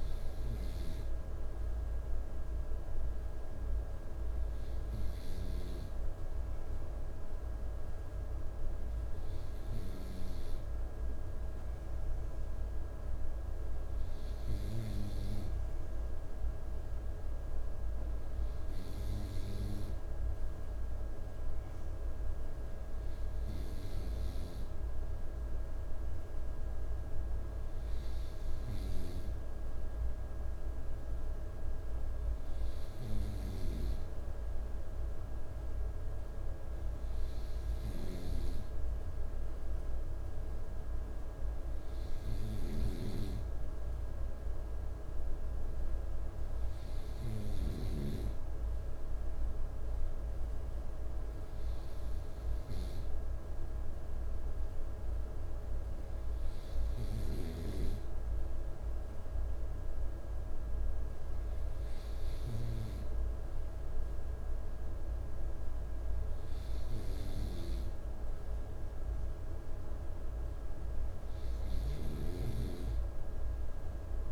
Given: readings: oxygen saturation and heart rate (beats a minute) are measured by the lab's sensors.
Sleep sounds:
breathing in sleep, hard to hear, by a room microphone; none
71.50-74.32 s: snoring (device-marked)
From the record:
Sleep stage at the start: N2 (light sleep); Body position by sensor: on the right side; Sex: male

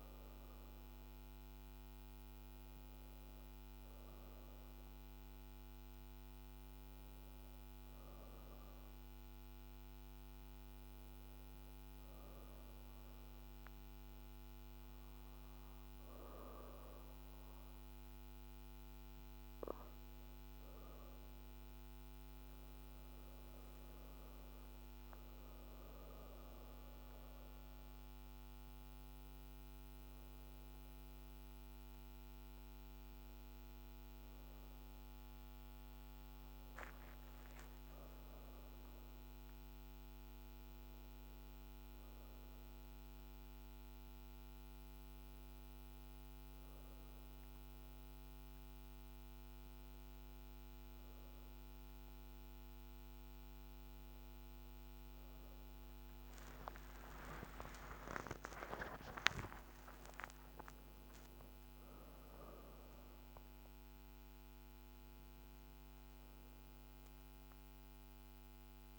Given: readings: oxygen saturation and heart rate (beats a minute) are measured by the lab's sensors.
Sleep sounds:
breathing in sleep by a microphone on the trachea; 1
0.00-11.00 s: oxygen desaturation (device-marked, oxygen 91% lowest, heart rate 54 extreme)
11.00-21.00 s: hypopnea (oxygen 96% before, 90% lowest, heart rate 55 before, 54 extreme, up 4 after)
22.00-41.00 s: oxygen desaturation (device-marked, oxygen 96% before, 90% lowest, heart rate 55 before, 53 extreme)
23.00-27.00 s: arousal
45.00-68.99 s: new sleep stage, N1 (lightest sleep)
55.50-59.50 s: arousal
From the record:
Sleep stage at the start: N2 (light sleep); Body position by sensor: on the back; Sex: female

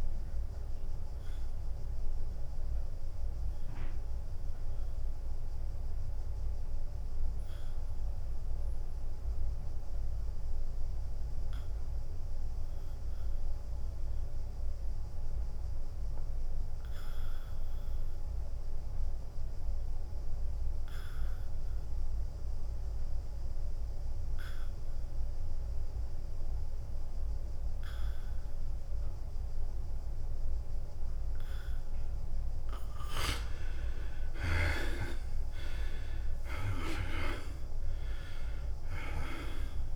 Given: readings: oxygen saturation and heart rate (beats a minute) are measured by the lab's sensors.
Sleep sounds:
breathing in sleep by a room microphone; 1
0.00-2.50 s: drop in pulse transit time (device-marked, heart rate 91 extreme)
0.00-16.50 s: oxygen desaturation (device-marked, oxygen 78% lowest, heart rate 91 extreme)
0.50-31.50 s: obstructive apnea (oxygen 98% before, 77% lowest, heart rate 93 before, 91 extreme, up 4 after)
26.50-39.96 s: oxygen desaturation (device-marked, oxygen 99% before, 77% lowest, heart rate 93 before, 86 extreme)
35.50-39.96 s: drop in pulse transit time (device-marked, heart rate 92 before, 93 extreme)
36.00-39.96 s: arousal
From the record:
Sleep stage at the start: N2 (light sleep); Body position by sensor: on the back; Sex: male

